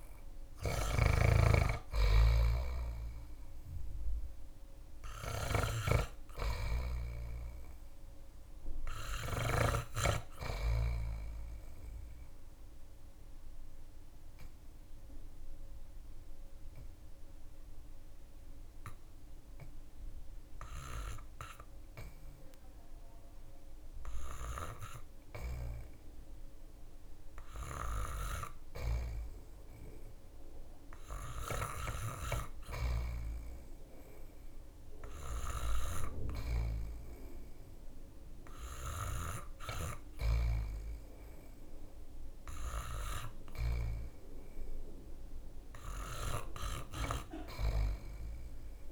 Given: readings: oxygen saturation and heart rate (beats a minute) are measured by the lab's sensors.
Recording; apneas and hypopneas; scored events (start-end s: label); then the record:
breathing in sleep by a room microphone; 1
0.00-6.00 s: snoring (device-marked)
11.00-24.50 s: obstructive apnea (oxygen 97% before, 87% lowest)
13.50-31.50 s: oxygen desaturation (device-marked, oxygen 96% before, 92% lowest)
32.50-37.50 s: arousal
47.50-48.92 s: oxygen desaturation (device-marked, oxygen 97% before, 87% lowest)
From the record:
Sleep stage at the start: REM sleep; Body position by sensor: on the back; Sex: male